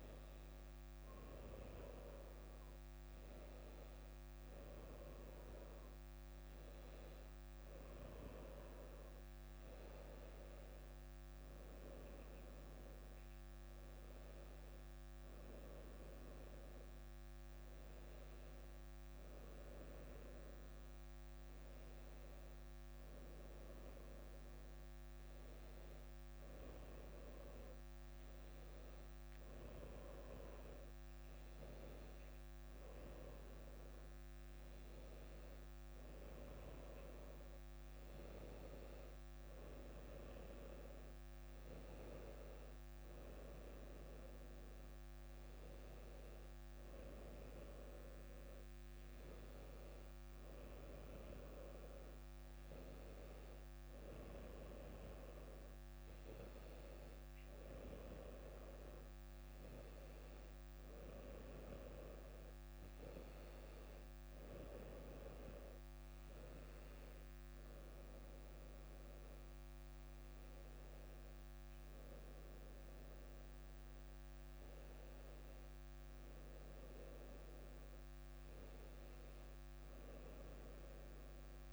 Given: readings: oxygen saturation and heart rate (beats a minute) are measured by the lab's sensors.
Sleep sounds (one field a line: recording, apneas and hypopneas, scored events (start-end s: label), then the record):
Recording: breathing in sleep by a microphone on the trachea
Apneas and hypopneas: none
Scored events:
none scored
From the record:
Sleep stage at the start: N2 (light sleep)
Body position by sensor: on the back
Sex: female